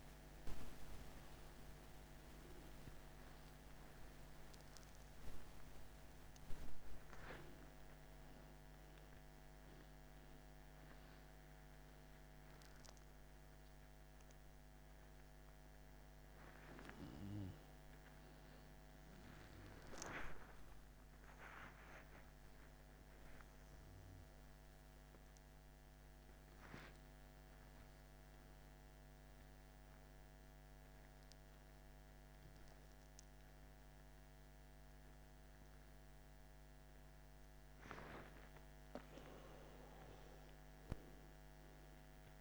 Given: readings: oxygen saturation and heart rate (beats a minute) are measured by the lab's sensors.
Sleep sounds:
a person awake in a sleep study, by a microphone on the trachea; none
33.00-42.41 s: oxygen desaturation (device-marked, oxygen 93% before, 89% lowest)
From the record:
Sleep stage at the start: awake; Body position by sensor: upright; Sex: male

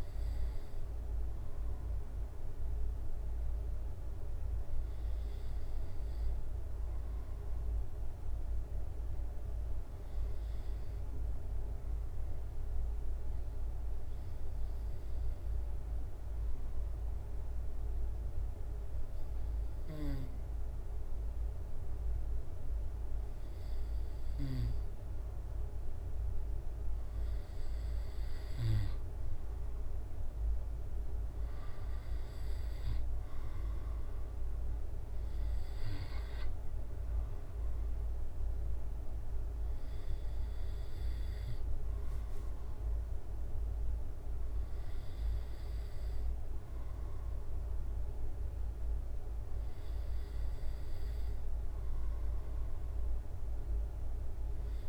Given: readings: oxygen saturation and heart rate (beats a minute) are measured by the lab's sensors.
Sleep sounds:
breathing in sleep, hard to hear, by a room microphone; none
53.00-54.89 s: arousal
From the record:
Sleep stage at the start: N2 (light sleep); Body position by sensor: on the back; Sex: male

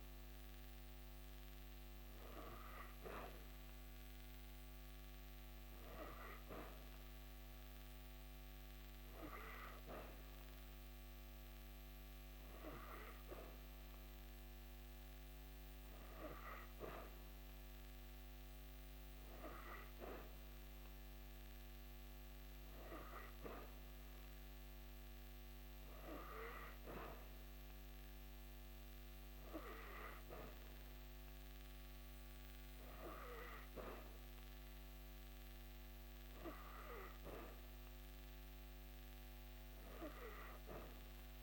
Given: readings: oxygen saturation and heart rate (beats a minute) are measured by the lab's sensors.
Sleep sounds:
breathing in sleep by a microphone on the trachea; none
none scored
From the record:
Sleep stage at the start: N3 (deep sleep); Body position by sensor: on the back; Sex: female

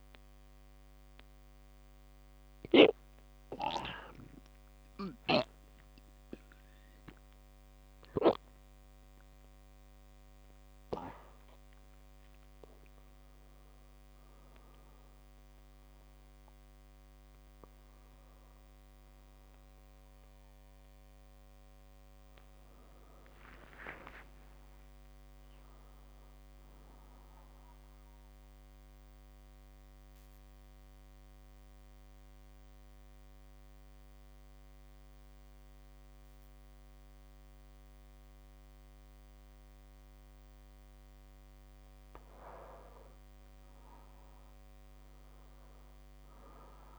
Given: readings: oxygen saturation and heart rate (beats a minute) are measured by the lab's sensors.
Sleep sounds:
a person awake in a sleep study, by a microphone on the trachea; 1
26.00-46.99 s: new sleep stage, N2 (light sleep)
28.50-40.50 s: mixed apnea (oxygen 99% before, 96% lowest)
30.50-32.50 s: long interval between heartbeats (device-marked)
44.00-46.99 s: arousal
From the record:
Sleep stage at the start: awake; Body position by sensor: on the back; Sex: male

